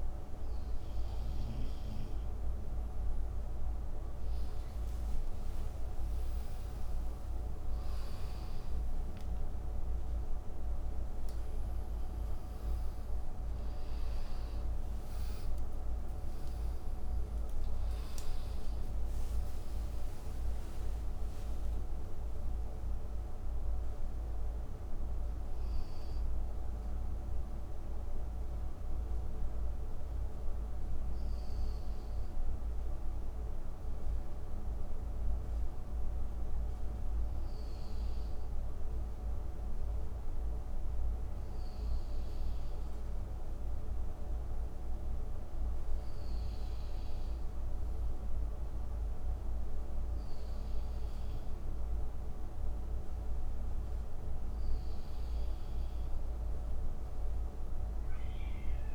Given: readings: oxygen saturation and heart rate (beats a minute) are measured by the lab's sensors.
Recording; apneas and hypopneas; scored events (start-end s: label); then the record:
a person partly awake in a sleep study, hard to hear, by a room microphone; none
25.00-58.95 s: new sleep stage, N2 (light sleep)
From the record:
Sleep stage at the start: awake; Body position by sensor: on the front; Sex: male